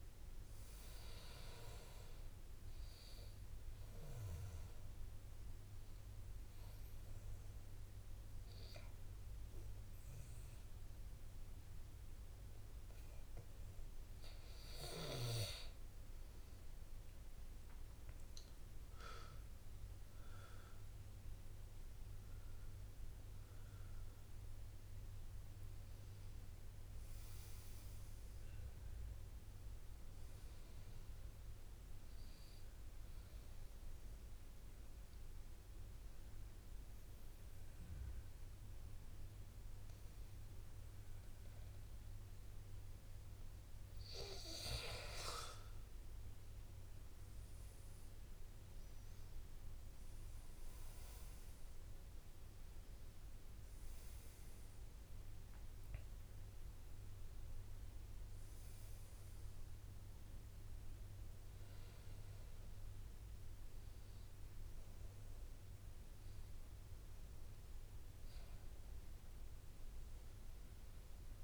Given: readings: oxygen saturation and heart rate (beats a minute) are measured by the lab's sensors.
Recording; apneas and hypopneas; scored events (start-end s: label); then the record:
breathing in sleep, hard to hear, by a room microphone; 2
4.50-14.50 s: oxygen desaturation (device-marked, oxygen 99% before, 95% lowest, heart rate 60 before, 59 extreme)
4.50-15.00 s: obstructive apnea (oxygen 99% before, 94% lowest, heart rate 60 before, 59 extreme, up 22 after)
18.00-22.50 s: arousal
21.00-23.00 s: long interval between heartbeats (device-marked, heart rate 62 before, 80 extreme)
23.50-40.50 s: oxygen desaturation (device-marked, oxygen 98% before, 94% lowest, heart rate 65 before, 59 extreme)
32.50-44.00 s: obstructive apnea (oxygen 99% before, 94% lowest, heart rate 69 before, 60 extreme, up 7 after)
46.50-50.50 s: arousal
53.50-67.50 s: oxygen desaturation (device-marked, oxygen 99% before, 94% lowest, heart rate 62 before, 58 extreme)
From the record:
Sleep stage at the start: N2 (light sleep); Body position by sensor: on the back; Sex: male